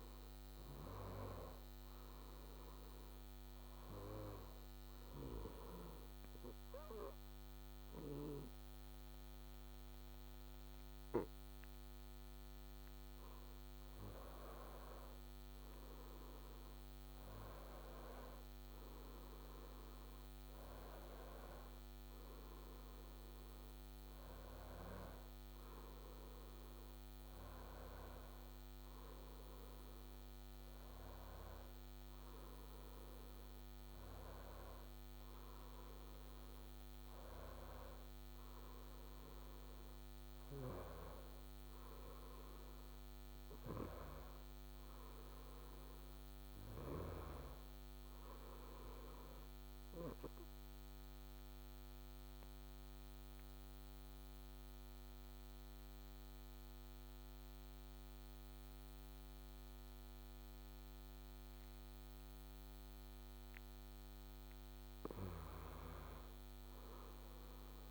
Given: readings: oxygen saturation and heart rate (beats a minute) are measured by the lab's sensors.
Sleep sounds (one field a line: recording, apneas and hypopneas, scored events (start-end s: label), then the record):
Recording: breathing in sleep by a microphone on the trachea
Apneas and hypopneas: 2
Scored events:
3.00-15.50 s: hypopnea (oxygen 96% before, 92% lowest, heart rate 73 before, 68 extreme, up 4 after)
17.00-21.00 s: arousal
43.00-47.00 s: arousal
49.50-63.50 s: obstructive apnea (oxygen 96% before, 91% lowest, heart rate 72 before, 62 extreme, up 8 after)
65.50-67.91 s: arousal
From the record:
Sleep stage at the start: N2 (light sleep)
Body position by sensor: on the back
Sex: male